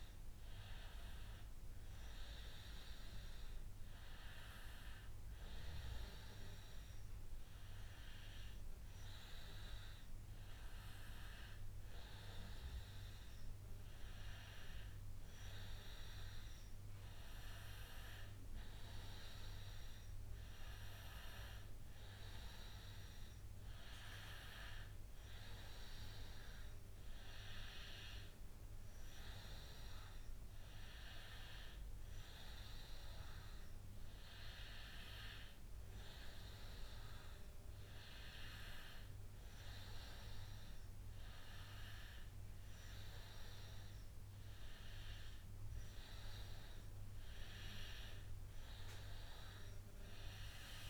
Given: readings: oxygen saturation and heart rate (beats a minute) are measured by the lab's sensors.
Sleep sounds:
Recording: breathing in sleep by a room microphone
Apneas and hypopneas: none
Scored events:
none scored
From the record:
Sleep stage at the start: N1 (lightest sleep)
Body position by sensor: on the back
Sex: male

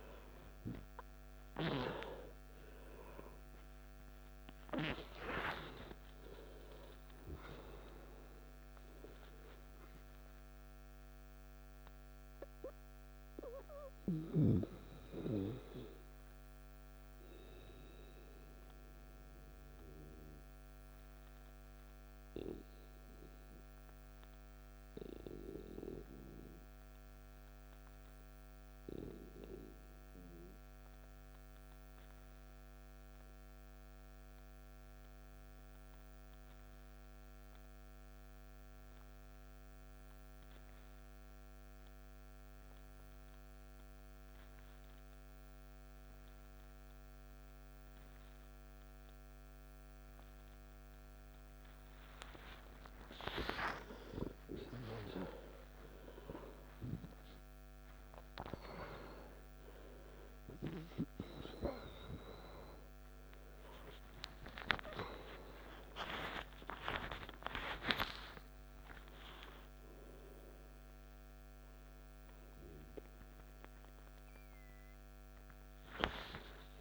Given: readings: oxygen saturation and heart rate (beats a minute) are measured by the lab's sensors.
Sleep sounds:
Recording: breathing in sleep by a microphone on the trachea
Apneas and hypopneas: 1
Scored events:
0.00-7.00 s: tachycardia (device-marked, heart rate 61 before, 133 extreme)
0.00-26.00 s: oxygen desaturation (device-marked, oxygen 86% lowest, heart rate 55 extreme)
3.50-5.50 s: long interval between heartbeats (device-marked, heart rate 61 before, 109 extreme)
5.50-7.50 s: long interval between heartbeats (device-marked, heart rate 67 before, 132 extreme)
7.00-11.00 s: arousal
20.00-53.50 s: obstructive apnea (oxygen 93% before, 86% lowest, heart rate 89 before, 55 extreme, up 17 after)
42.00-76.81 s: oxygen desaturation (device-marked, oxygen 98% before, 87% lowest, heart rate 57 before, 54 extreme)
54.00-58.00 s: arousal
From the record:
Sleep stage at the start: N2 (light sleep)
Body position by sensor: on the back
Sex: male

